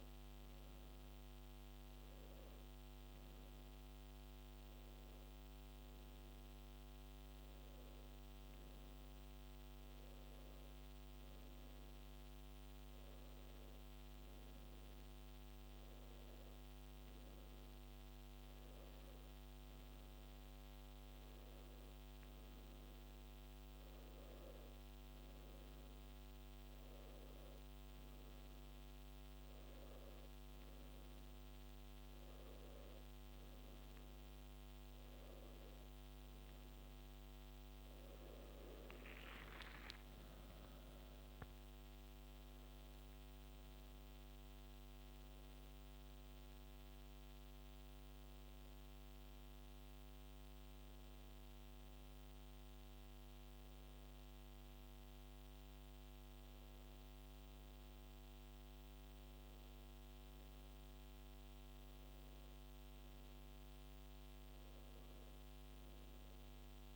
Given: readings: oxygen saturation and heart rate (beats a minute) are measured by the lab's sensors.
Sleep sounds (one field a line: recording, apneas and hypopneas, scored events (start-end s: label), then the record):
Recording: breathing in sleep, hard to hear, by a microphone on the trachea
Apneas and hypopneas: none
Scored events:
none scored
From the record:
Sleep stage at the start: N2 (light sleep)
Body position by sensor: on the back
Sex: male